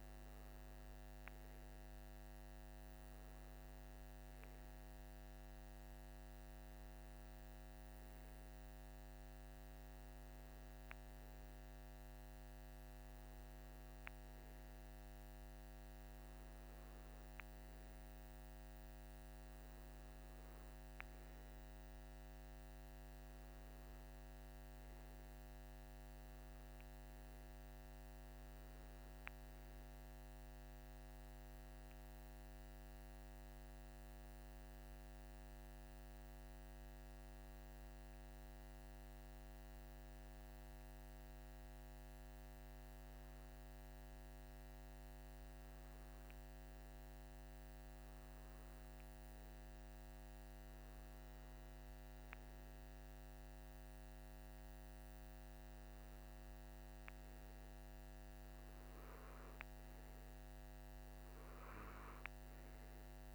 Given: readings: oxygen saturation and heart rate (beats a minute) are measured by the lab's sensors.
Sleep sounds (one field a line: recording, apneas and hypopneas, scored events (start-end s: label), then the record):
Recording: breathing in sleep, hard to hear, by a microphone on the trachea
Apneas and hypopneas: none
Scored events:
none scored
From the record:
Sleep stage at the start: N2 (light sleep)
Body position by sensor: on the right side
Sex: male